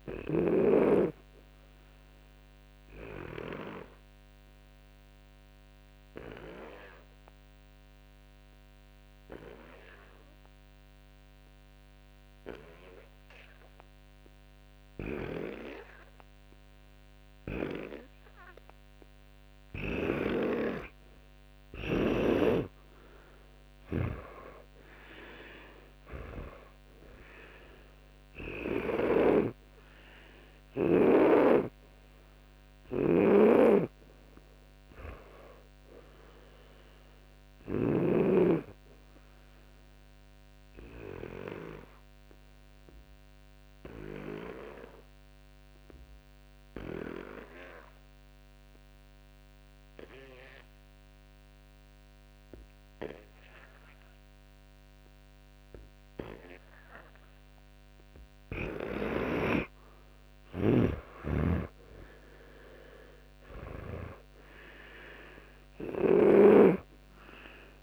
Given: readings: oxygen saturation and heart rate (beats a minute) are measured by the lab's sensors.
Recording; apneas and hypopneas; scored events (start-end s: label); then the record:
breathing in sleep by a microphone on the trachea; 2
0.00-9.50 s: oxygen desaturation (device-marked, oxygen 92% lowest, heart rate 29 extreme)
0.50-21.00 s: obstructive apnea (oxygen 98% before, 91% lowest, heart rate 94 before, 29 extreme, up 59 after)
25.00-28.00 s: arousal
33.00-38.00 s: snoring (device-marked)
41.50-58.50 s: obstructive apnea (oxygen 99% before, 92% lowest, heart rate 79 before, 42 extreme)
60.50-63.00 s: arousal
60.50-64.00 s: snoring (device-marked)
62.50-67.82 s: oxygen desaturation (device-marked, oxygen 99% before, 96% lowest, heart rate 58 before, 48 extreme)
From the record:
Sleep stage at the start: N2 (light sleep); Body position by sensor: on the back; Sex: male